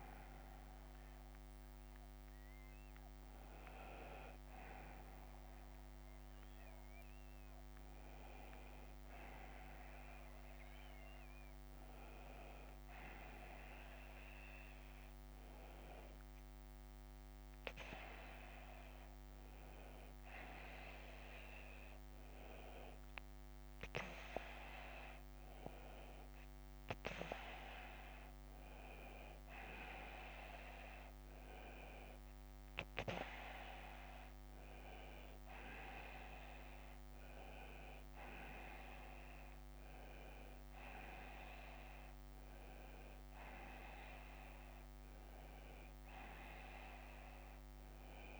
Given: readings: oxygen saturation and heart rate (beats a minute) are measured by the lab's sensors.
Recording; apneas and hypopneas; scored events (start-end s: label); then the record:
breathing in sleep by a microphone on the trachea; 1
1.50-7.50 s: oxygen desaturation (device-marked, oxygen 96% before, 92% lowest)
13.50-25.50 s: hypopnea (oxygen 96% before, 91% lowest)
26.50-30.00 s: arousal
From the record:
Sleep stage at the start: N1 (lightest sleep); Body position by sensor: on the right side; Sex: male